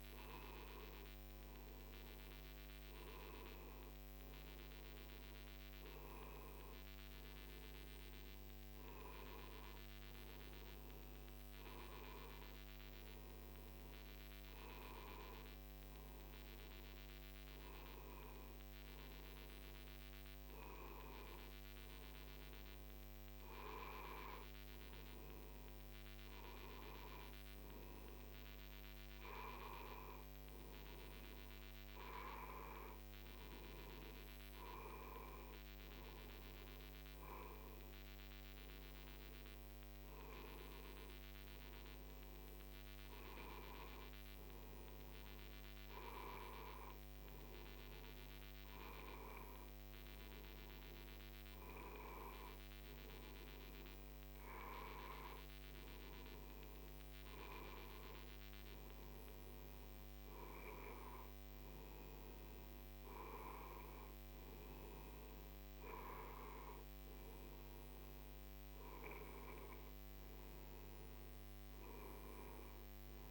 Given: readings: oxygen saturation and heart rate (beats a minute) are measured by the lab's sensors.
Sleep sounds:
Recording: breathing in sleep by a microphone on the trachea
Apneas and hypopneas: none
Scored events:
none scored
From the record:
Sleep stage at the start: N2 (light sleep)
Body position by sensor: on the right side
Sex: male

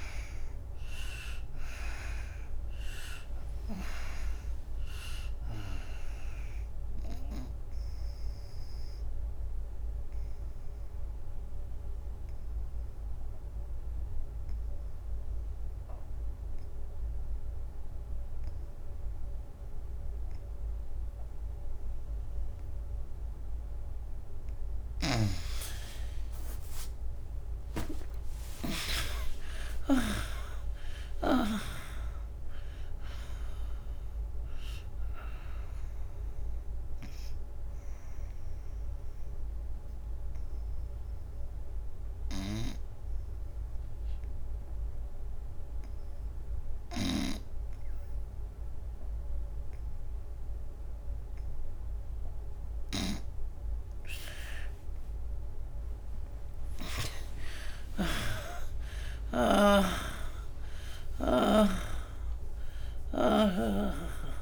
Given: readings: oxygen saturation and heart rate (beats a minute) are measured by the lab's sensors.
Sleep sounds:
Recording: breathing in sleep by a room microphone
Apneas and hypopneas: 2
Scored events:
0.00-15.00 s: oxygen desaturation (device-marked, oxygen 86% lowest, heart rate 77 extreme)
8.00-25.00 s: obstructive apnea (oxygen 98% before, 77% lowest, heart rate 80 before, 77 extreme, up 32 after)
21.00-51.00 s: oxygen desaturation (device-marked, oxygen 96% before, 77% lowest, heart rate 87 before, 71 extreme)
26.00-29.50 s: arousal
37.50-52.00 s: obstructive apnea (oxygen 96% before, 77% lowest, heart rate 90 before, 71 extreme, up 20 after)
52.50-60.00 s: snoring (device-marked)
53.00-64.42 s: oxygen desaturation (device-marked, oxygen 99% before, 80% lowest, heart rate 89 before, 73 extreme)
54.00-58.00 s: arousal
From the record:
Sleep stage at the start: N2 (light sleep)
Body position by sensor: on the right side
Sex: female

